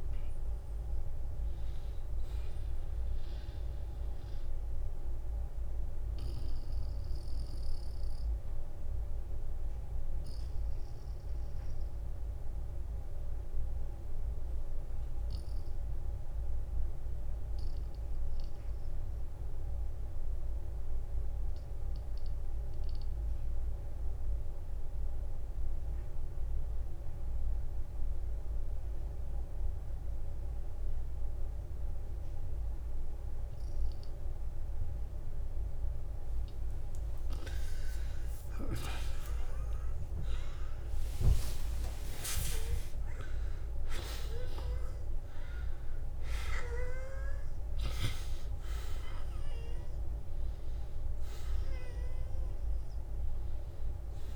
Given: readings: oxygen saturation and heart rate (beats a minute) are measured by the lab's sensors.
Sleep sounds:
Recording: breathing in sleep by a room microphone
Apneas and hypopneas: 1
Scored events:
0.00-2.50 s: arousal
4.50-24.50 s: oxygen desaturation (device-marked, oxygen 94% before, 88% lowest, heart rate 64 before, 47 extreme)
6.00-36.00 s: obstructive apnea (oxygen 95% before, 81% lowest, heart rate 65 before, 47 extreme, up 31 after)
35.50-54.36 s: oxygen desaturation (device-marked, oxygen 96% before, 90% lowest, heart rate 52 before, 47 extreme)
37.50-42.00 s: arousal
38.00-40.00 s: long interval between heartbeats (device-marked, heart rate 52 before, 60 extreme)
40.50-42.50 s: long interval between heartbeats (device-marked, heart rate 53 before, 75 extreme)
49.00-51.00 s: long interval between heartbeats (device-marked, heart rate 62 before, 68 extreme)
From the record:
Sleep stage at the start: N2 (light sleep)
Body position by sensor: on the back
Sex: male

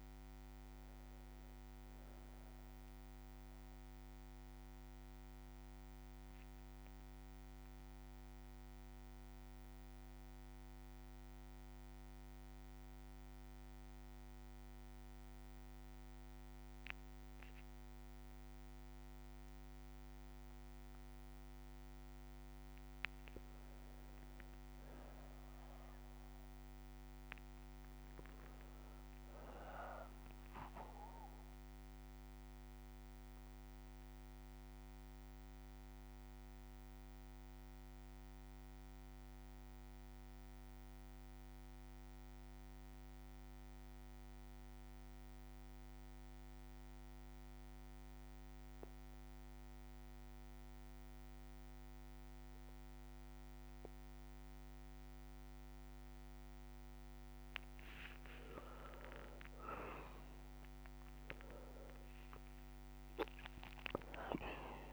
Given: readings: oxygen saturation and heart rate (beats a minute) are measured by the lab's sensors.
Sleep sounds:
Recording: breathing in sleep by a microphone on the trachea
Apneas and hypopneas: 2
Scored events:
0.00-2.00 s: long interval between heartbeats (device-marked, heart rate 48 before, 32 extreme)
0.00-15.00 s: oxygen desaturation (device-marked, oxygen 94% lowest)
0.00-16.00 s: bradycardia (device-marked)
6.00-21.00 s: obstructive apnea (oxygen 98% before, 91% lowest)
22.00-48.00 s: bradycardia (device-marked)
22.50-24.50 s: long interval between heartbeats (device-marked, heart rate 51 before, 60 extreme)
23.00-27.50 s: arousal
27.00-29.00 s: long interval between heartbeats (device-marked, heart rate 55 before, 36 extreme)
33.00-56.50 s: obstructive apnea (oxygen 98% before, 91% lowest)
51.00-53.00 s: bradycardia (device-marked, heart rate 63 before, 59 extreme)
54.00-64.93 s: oxygen desaturation (device-marked, oxygen 98% before, 91% lowest)
55.00-64.93 s: bradycardia (device-marked)
56.50-58.50 s: long interval between heartbeats (device-marked, heart rate 59 before, 60 extreme)
58.50-60.50 s: long interval between heartbeats (device-marked, heart rate 59 before, 52 extreme)
58.50-63.00 s: arousal
From the record:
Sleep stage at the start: N2 (light sleep)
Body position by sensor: on the back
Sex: male

